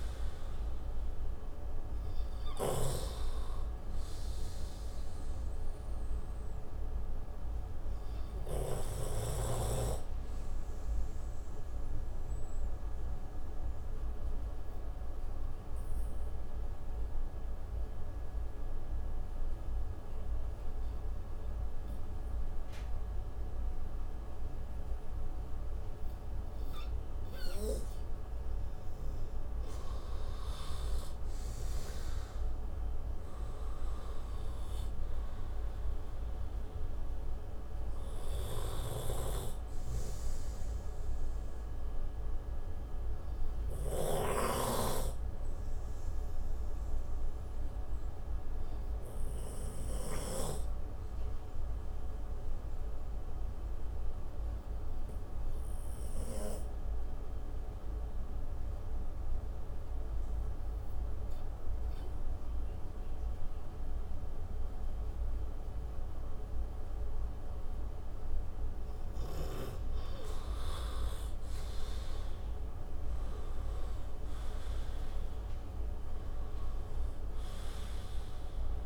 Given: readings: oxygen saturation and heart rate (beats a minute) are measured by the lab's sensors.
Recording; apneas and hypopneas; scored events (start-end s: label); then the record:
breathing in sleep by a room microphone; 2
0.50-11.50 s: oxygen desaturation (device-marked, oxygen 97% before, 92% lowest)
6.00-28.00 s: obstructive apnea (oxygen 97% before, 91% lowest)
31.00-34.00 s: arousal
35.50-52.50 s: oxygen desaturation (device-marked, oxygen 98% before, 92% lowest)
39.00-68.50 s: obstructive apnea (oxygen 98% before, 89% lowest)
54.50-60.50 s: oxygen desaturation (device-marked, oxygen 97% before, 92% lowest)
71.50-75.50 s: arousal
From the record:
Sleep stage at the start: N2 (light sleep); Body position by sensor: on the right side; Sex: male